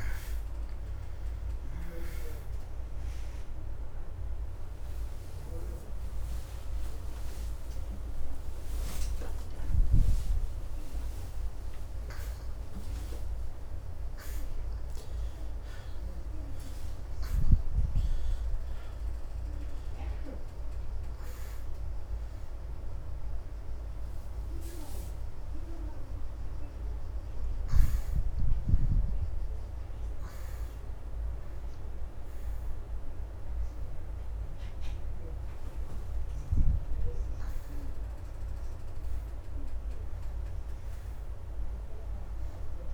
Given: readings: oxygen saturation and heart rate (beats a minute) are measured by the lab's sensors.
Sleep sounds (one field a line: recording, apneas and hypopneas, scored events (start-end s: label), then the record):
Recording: a person awake in a sleep study, hard to hear, by a room microphone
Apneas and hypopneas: none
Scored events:
30.00-40.00 s: oxygen desaturation (device-marked, oxygen 91% before, 84% lowest, heart rate 135 before, 83 extreme)
From the record:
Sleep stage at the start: awake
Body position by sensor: on the back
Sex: female